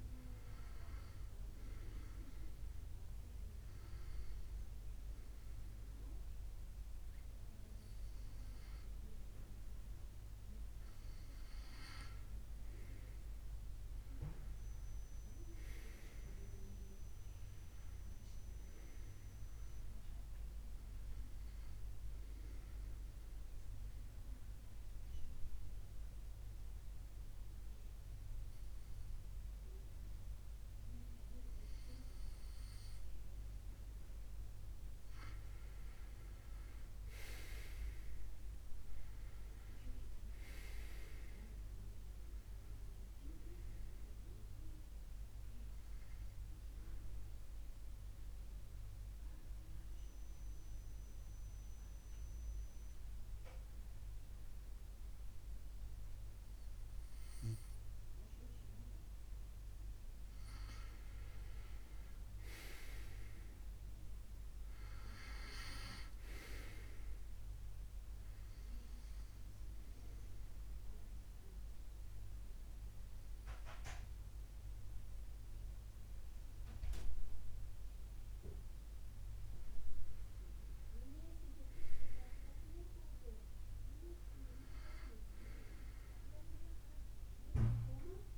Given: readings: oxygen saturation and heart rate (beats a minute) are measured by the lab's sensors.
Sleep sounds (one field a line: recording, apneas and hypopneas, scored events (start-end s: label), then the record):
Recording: breathing in sleep by a room microphone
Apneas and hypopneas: 4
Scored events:
0.50-11.50 s: obstructive apnea (oxygen 94% before, 92% lowest, heart rate 75 before, 75 extreme, up 3 after)
13.50-16.50 s: arousal
22.00-34.50 s: mixed apnea (oxygen 95% before, 91% lowest, heart rate 76 before, 72 extreme, up 4 after)
37.00-40.50 s: arousal
45.50-60.00 s: mixed apnea (oxygen 95% before, 91% lowest, heart rate 78 before, 71 extreme, up 3 after)
61.50-64.50 s: arousal
68.00-78.50 s: obstructive apnea (oxygen 95% before, 91% lowest, heart rate 73 before, 70 extreme, up 0 after)
79.00-82.00 s: arousal
82.50-88.38 s: oxygen desaturation (device-marked, oxygen 95% before, 91% lowest, heart rate 72 before, 67 extreme)
From the record:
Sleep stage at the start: N2 (light sleep)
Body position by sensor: on the back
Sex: male